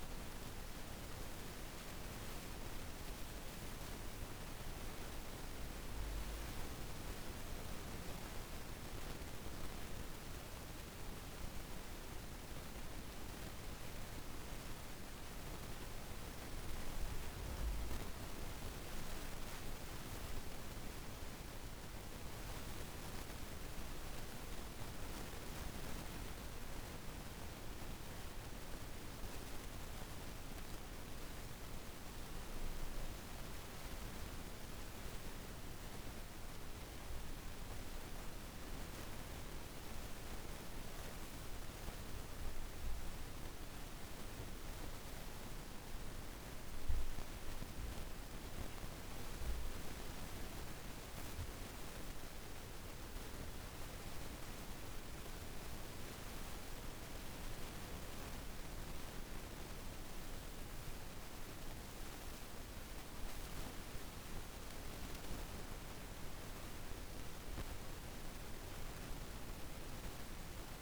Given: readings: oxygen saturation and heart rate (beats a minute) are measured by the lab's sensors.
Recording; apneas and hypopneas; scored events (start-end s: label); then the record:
breathing in sleep, hard to hear, by a room microphone; none
0.00-14.00 s: oxygen desaturation (device-marked, oxygen 95% lowest, heart rate 54 extreme)
5.00-9.00 s: arousal
From the record:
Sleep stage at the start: N1 (lightest sleep); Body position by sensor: on the back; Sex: female